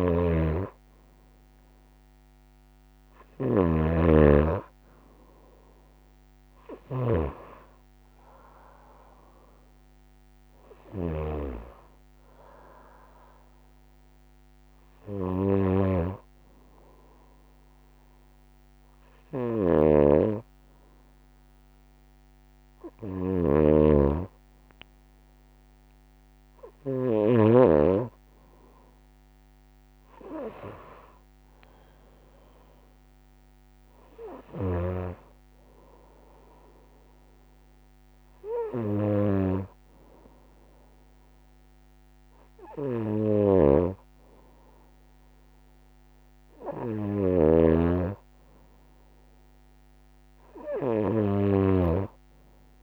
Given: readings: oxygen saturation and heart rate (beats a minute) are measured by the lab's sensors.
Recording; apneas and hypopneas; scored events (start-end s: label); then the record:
breathing in sleep by a microphone on the trachea; none
0.00-3.00 s: snoring (device-marked)
From the record:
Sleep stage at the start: N2 (light sleep); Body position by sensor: on the right side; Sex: female